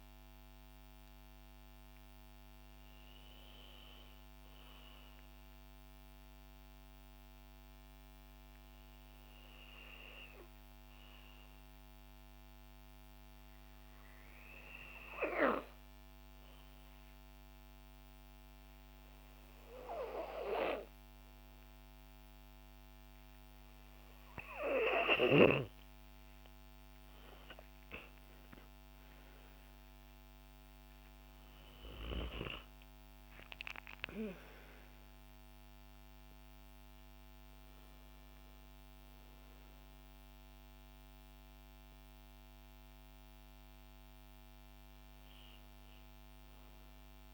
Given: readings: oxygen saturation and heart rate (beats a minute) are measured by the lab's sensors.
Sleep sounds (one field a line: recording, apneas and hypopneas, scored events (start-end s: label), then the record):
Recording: breathing in sleep by a microphone on the trachea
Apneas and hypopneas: 1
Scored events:
0.00-1.00 s: oxygen desaturation (device-marked, oxygen 90% lowest, heart rate 54 extreme)
6.00-23.00 s: hypopnea (oxygen 96% before, 90% lowest, heart rate 59 before, 54 extreme, up 7 after)
25.00-47.34 s: oxygen desaturation (device-marked, oxygen 96% before, 90% lowest, heart rate 56 before, 54 extreme)
28.50-33.00 s: arousal
From the record:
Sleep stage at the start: N2 (light sleep)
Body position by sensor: on the back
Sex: female